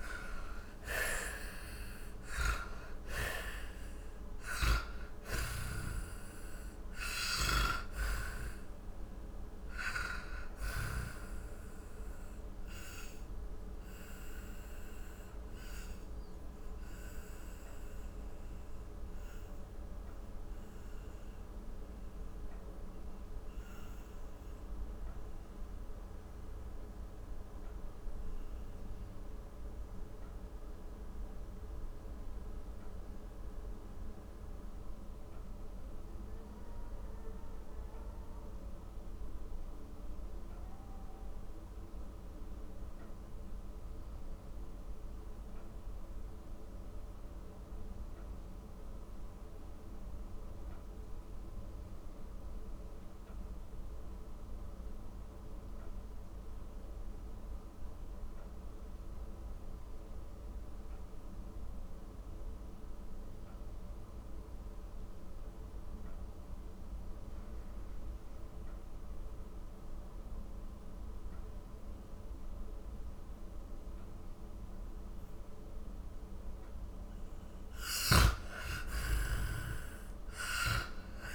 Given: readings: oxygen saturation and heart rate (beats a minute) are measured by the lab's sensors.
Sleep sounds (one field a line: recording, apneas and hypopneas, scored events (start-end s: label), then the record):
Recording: breathing in sleep by a room microphone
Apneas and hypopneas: 1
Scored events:
0.00-39.00 s: oxygen desaturation (device-marked, oxygen 80% lowest, heart rate 44 extreme)
14.00-76.00 s: mixed apnea (oxygen 96% before, 78% lowest, heart rate 66 before, 44 extreme, up 9 after)
63.00-81.35 s: oxygen desaturation (device-marked, oxygen 98% before, 78% lowest, heart rate 54 before, 39 extreme)
78.00-81.35 s: arousal
From the record:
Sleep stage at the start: N2 (light sleep)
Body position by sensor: on the back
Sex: male